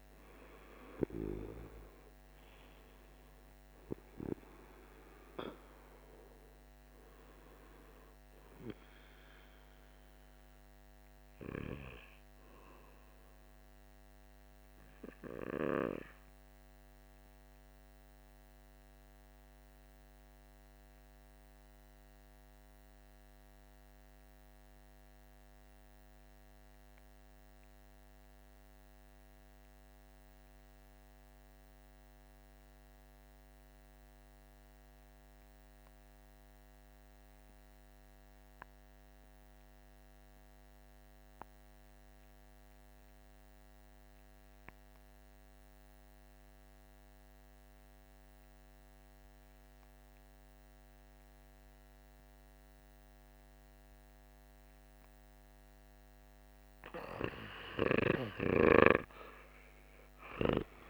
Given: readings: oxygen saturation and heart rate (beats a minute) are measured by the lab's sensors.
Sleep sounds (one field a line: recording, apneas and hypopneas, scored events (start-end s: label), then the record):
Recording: breathing in sleep by a microphone on the trachea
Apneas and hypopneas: 1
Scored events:
0.00-25.00 s: oxygen desaturation (device-marked, oxygen 73% lowest, heart rate 50 extreme)
18.50-55.50 s: mixed apnea (oxygen 85% before, 73% lowest, heart rate 63 before, 50 extreme, up 16 after)
41.00-60.90 s: oxygen desaturation (device-marked, oxygen 99% before, 73% lowest, heart rate 52 before, 50 extreme)
59.00-60.90 s: arousal
From the record:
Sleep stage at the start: REM sleep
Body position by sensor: on the back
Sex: male